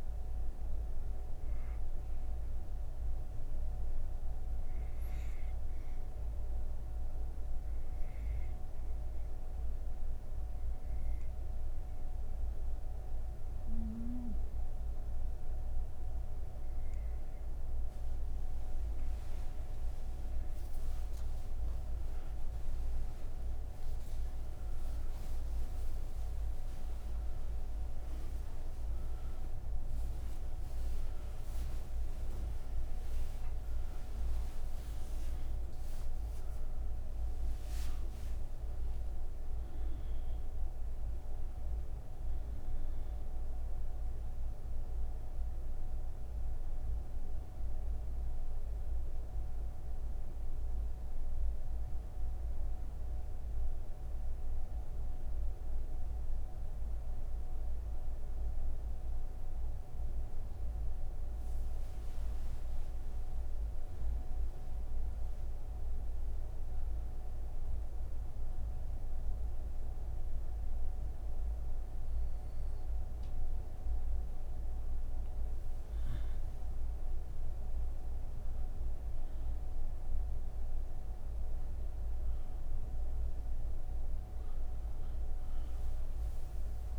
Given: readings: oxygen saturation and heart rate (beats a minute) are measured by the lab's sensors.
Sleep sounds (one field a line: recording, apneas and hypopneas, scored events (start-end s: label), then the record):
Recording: breathing in sleep, hard to hear, by a room microphone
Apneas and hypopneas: 1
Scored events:
6.50-18.50 s: obstructive apnea (oxygen 95% before, 93% lowest, heart rate 60 before, 46 extreme, up 34 after)
57.50-70.50 s: oxygen desaturation (device-marked, oxygen 96% before, 93% lowest, heart rate 59 before, 55 extreme)
68.50-86.99 s: new sleep stage, N3 (deep sleep)
From the record:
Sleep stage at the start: N1 (lightest sleep)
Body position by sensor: on the right side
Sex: female